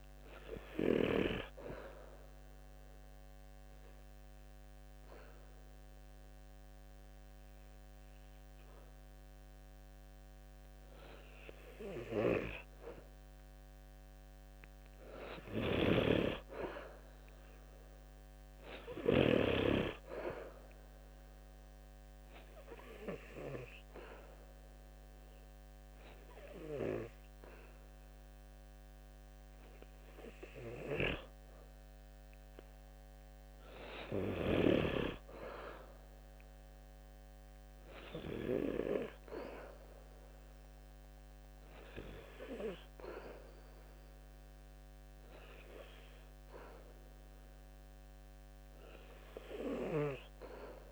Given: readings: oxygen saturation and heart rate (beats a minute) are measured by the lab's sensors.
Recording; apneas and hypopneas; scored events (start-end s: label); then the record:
breathing in sleep by a microphone on the trachea; 1
1.50-14.00 s: obstructive apnea (oxygen 92% before, 89% lowest, heart rate 70 before, 65 extreme, up 1 after)
17.00-19.50 s: arousal
21.00-34.00 s: oxygen desaturation (device-marked, oxygen 94% before, 89% lowest, heart rate 72 before, 65 extreme)
45.00-50.92 s: oxygen desaturation (device-marked, oxygen 93% before, 89% lowest, heart rate 68 before, 69 extreme)
From the record:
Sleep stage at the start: N2 (light sleep); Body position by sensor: on the back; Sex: male